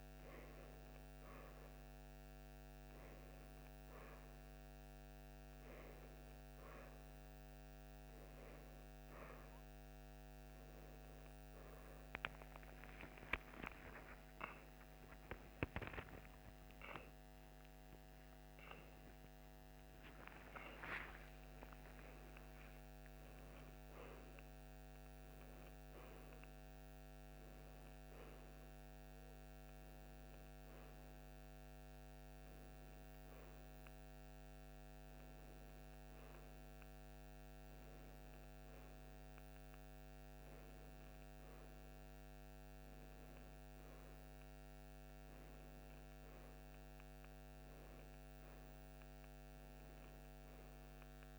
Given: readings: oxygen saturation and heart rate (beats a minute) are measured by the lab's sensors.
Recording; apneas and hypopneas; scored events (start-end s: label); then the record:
breathing in sleep, hard to hear, by a microphone on the trachea; none
12.50-18.00 s: arousal
From the record:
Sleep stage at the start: N1 (lightest sleep); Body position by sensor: on the back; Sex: female